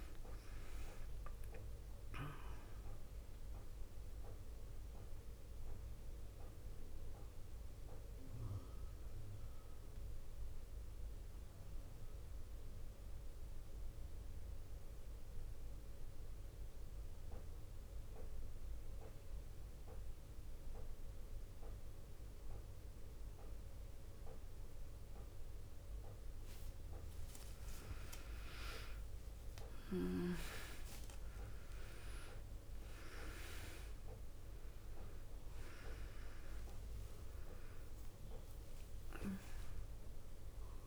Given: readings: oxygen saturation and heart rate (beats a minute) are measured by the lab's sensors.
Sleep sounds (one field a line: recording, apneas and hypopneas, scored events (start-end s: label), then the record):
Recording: breathing in sleep by a room microphone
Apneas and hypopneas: 1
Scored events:
0.00-1.00 s: long interval between heartbeats (device-marked, heart rate 147 extreme)
0.00-18.00 s: oxygen desaturation (device-marked, oxygen 86% lowest, heart rate 55 extreme)
4.50-25.50 s: mixed apnea (oxygen 97% before, 86% lowest, heart rate 98 before, 55 extreme)
25.00-32.00 s: tachycardia (device-marked, heart rate 62 before, 161 extreme)
26.00-28.00 s: long interval between heartbeats (device-marked, heart rate 59 before, 70 extreme)
27.00-31.00 s: arousal
31.50-33.50 s: long interval between heartbeats (device-marked, heart rate 72 before, 160 extreme)
35.00-40.87 s: oxygen desaturation (device-marked, oxygen 100% before, 90% lowest, heart rate 89 before, 52 extreme)
From the record:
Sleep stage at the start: N2 (light sleep)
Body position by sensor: on the back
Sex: female